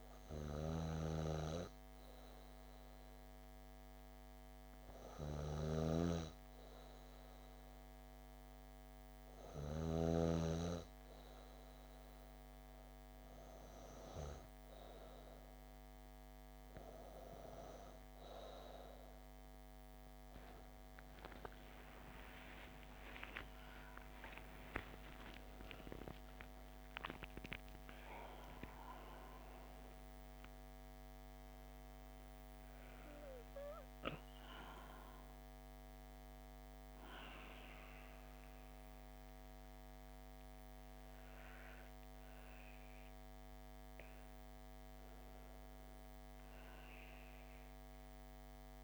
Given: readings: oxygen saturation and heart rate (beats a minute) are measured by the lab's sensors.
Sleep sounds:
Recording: breathing in sleep by a microphone on the trachea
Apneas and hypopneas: none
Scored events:
22.00-28.00 s: arousal
From the record:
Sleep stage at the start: N2 (light sleep)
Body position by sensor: on the back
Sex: female

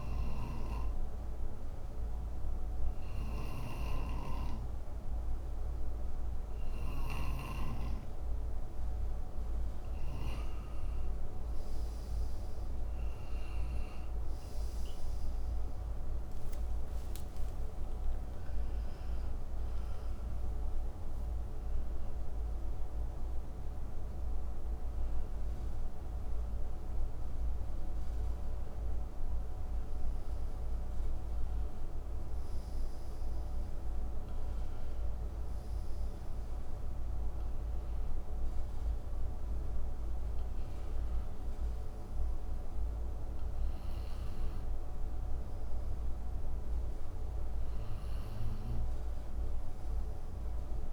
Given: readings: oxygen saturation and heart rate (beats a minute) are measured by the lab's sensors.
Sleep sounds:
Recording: breathing in sleep, hard to hear, by a room microphone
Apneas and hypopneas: none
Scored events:
0.00-7.00 s: snoring (device-marked)
17.00-21.50 s: arousal
41.00-48.00 s: oxygen desaturation (device-marked, oxygen 92% before, 89% lowest, heart rate 69 before, 59 extreme)
From the record:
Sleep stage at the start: N2 (light sleep)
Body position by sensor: on the right side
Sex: male

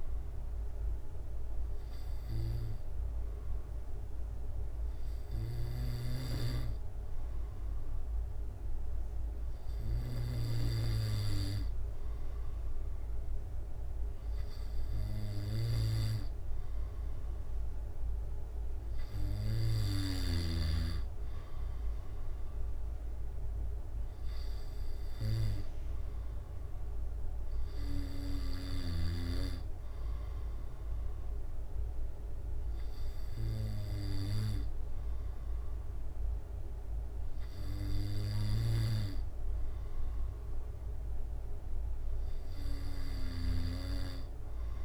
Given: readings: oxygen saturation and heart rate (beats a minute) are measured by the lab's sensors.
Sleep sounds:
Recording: breathing in sleep by a room microphone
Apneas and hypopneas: none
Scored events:
6.00-11.00 s: snoring (device-marked)
From the record:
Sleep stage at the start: N2 (light sleep)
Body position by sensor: on the back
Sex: male

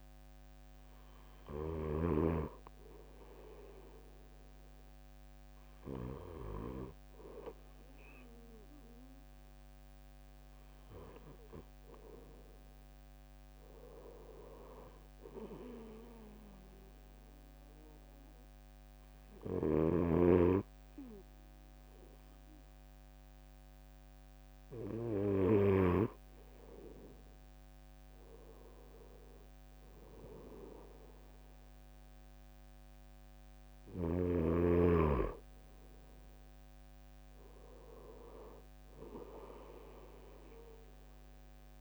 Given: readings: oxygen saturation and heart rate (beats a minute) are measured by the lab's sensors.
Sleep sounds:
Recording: breathing in sleep by a microphone on the trachea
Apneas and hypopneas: 1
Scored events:
15.00-26.50 s: hypopnea (oxygen 98% before, 91% lowest, heart rate 66 before, 65 extreme, up 6 after)
19.00-25.50 s: snoring (device-marked)
29.00-32.00 s: arousal
From the record:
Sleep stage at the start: N2 (light sleep)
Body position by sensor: on the right side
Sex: male

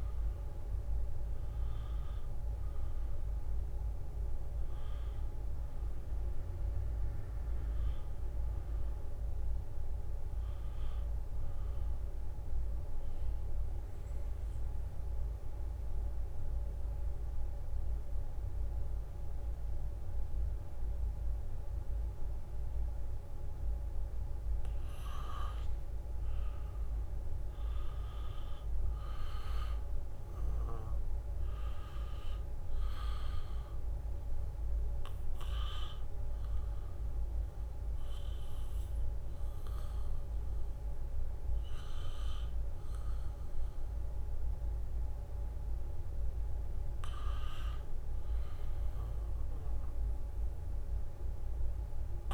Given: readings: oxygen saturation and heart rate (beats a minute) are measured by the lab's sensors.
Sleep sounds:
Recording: breathing in sleep, hard to hear, by a room microphone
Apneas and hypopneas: 2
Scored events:
0.00-13.50 s: oxygen desaturation (device-marked, oxygen 85% lowest, heart rate 73 extreme)
13.00-25.50 s: mixed apnea (oxygen 97% before, 87% lowest, heart rate 78 before, 73 extreme, up 0 after)
21.50-32.00 s: leg movement (device-marked)
27.50-31.00 s: arousal
30.50-42.50 s: oxygen desaturation (device-marked, oxygen 97% before, 87% lowest, heart rate 79 before, 77 extreme)
36.00-48.00 s: obstructive apnea (oxygen 97% before, 86% lowest, heart rate 77 before, 77 extreme, up 0 after)
36.50-44.00 s: leg movement (device-marked)
50.00-52.33 s: arousal
From the record:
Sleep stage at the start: N2 (light sleep)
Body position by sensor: on the back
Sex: male

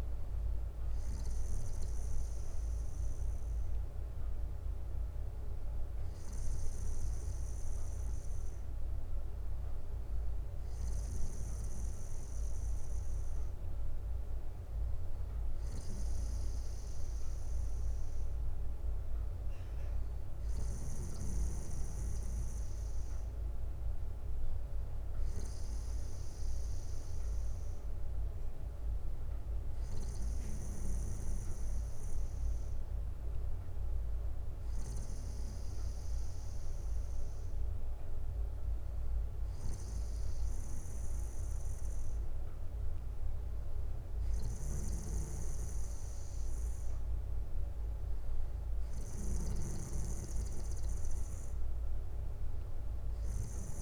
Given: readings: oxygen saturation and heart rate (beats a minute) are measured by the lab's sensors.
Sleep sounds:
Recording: breathing in sleep, hard to hear, by a room microphone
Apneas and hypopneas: none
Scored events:
2.50-4.50 s: bradycardia (device-marked, heart rate 62 before, 61 extreme)
15.50-17.50 s: bradycardia (device-marked, heart rate 62 before, 58 extreme)
24.50-26.50 s: bradycardia (device-marked, heart rate 62 before, 62 extreme)
34.50-36.50 s: bradycardia (device-marked, heart rate 62 before, 61 extreme)
44.50-46.50 s: bradycardia (device-marked, heart rate 61 before, 61 extreme)
From the record:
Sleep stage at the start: N2 (light sleep)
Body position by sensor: on the back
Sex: male

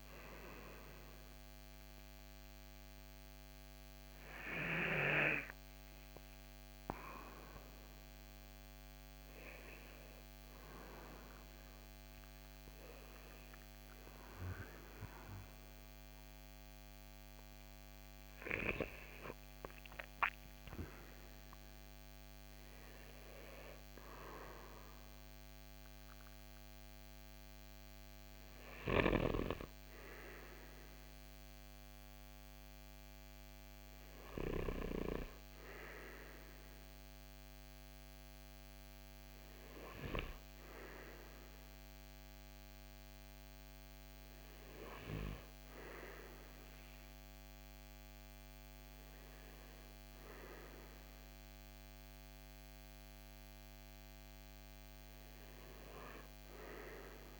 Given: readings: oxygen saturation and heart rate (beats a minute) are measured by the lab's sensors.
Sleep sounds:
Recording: a person partly awake in a sleep study, by a microphone on the trachea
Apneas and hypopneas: none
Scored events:
13.50-57.40 s: new sleep stage, N2 (light sleep)
From the record:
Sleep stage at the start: awake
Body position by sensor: on the right side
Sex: male

